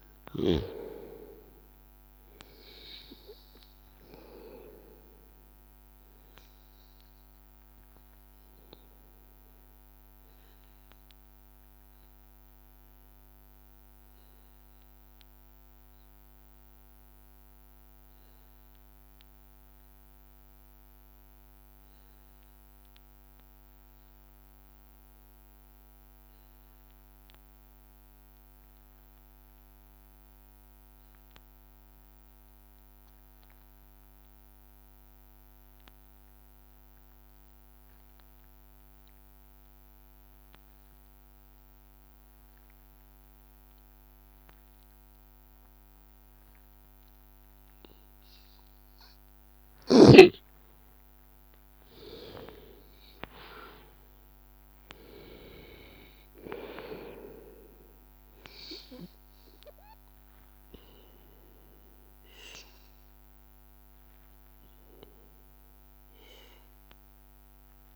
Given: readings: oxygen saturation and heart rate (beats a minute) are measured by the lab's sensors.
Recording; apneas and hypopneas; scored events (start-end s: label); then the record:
breathing in sleep by a microphone on the trachea; 1
0.00-16.00 s: oxygen desaturation (device-marked, oxygen 94% lowest, heart rate 82 extreme)
13.00-46.00 s: hypopnea (oxygen 97% before, 91% lowest, heart rate 83 before, 81 extreme, up 2 after)
32.00-67.96 s: oxygen desaturation (device-marked, oxygen 99% before, 91% lowest, heart rate 83 before, 81 extreme)
49.00-52.50 s: arousal
From the record:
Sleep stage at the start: N2 (light sleep); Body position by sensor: on the back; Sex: male